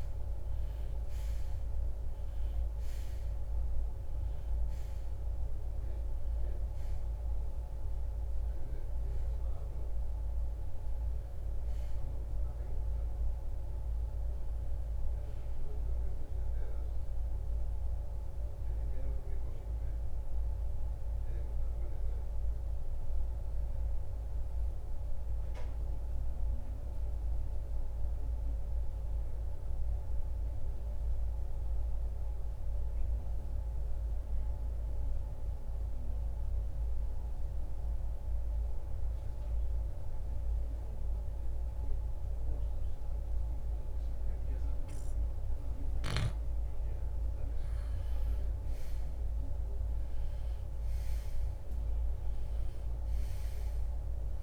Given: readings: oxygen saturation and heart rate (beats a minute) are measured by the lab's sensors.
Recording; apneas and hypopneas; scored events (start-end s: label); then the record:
breathing in sleep, hard to hear, by a room microphone; 1
16.50-46.00 s: mixed apnea (oxygen 95% before, 82% lowest, heart rate 75 before, 49 extreme, up 17 after)
18.00-37.00 s: oxygen desaturation (device-marked, oxygen 93% before, 82% lowest, heart rate 75 before, 49 extreme)
46.50-52.00 s: arousal
From the record:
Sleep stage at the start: REM sleep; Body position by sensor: on the right side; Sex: male